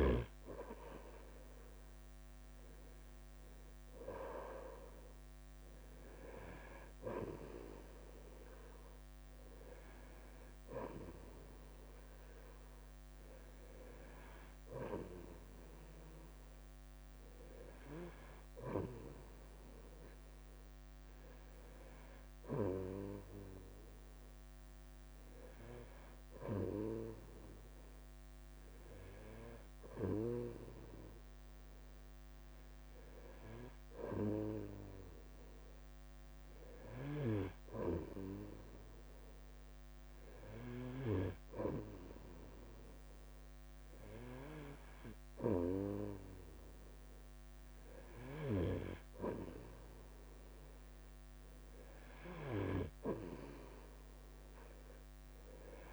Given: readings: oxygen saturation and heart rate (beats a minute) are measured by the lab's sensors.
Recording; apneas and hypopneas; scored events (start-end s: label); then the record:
breathing in sleep by a microphone on the trachea; none
0.00-55.93 s: bradycardia (device-marked, heart rate 49 extreme)
From the record:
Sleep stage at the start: N3 (deep sleep); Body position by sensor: on the right side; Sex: male